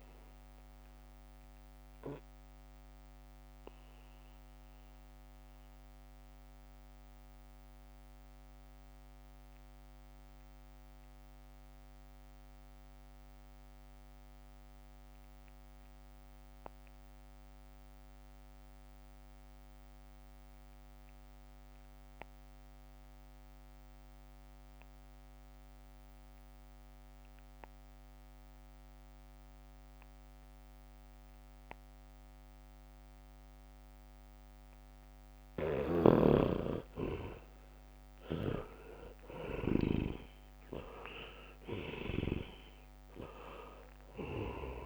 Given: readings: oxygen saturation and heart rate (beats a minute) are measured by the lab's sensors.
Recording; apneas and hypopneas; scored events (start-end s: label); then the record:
breathing in sleep by a microphone on the trachea; 1
0.00-18.50 s: oxygen desaturation (device-marked, oxygen 65% lowest, heart rate 65 extreme)
2.50-35.00 s: mixed apnea (oxygen 95% before, 65% lowest, heart rate 73 before, 65 extreme, up 9 after)
20.50-44.86 s: oxygen desaturation (device-marked, oxygen 99% before, 68% lowest, heart rate 81 before, 65 extreme)
37.50-42.50 s: arousal
38.50-42.50 s: snoring (device-marked)
From the record:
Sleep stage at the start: REM sleep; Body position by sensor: on the back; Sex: male